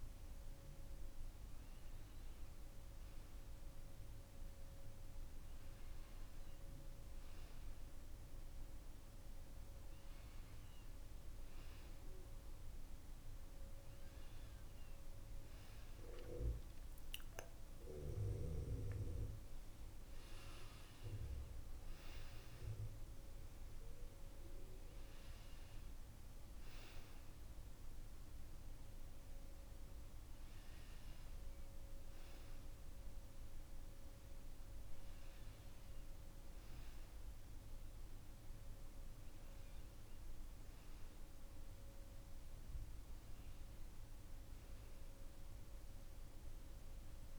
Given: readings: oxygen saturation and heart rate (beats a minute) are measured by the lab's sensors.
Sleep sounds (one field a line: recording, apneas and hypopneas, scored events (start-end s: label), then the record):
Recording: breathing in sleep by a room microphone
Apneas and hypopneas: none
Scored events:
none scored
From the record:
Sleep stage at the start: N2 (light sleep)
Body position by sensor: on the back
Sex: male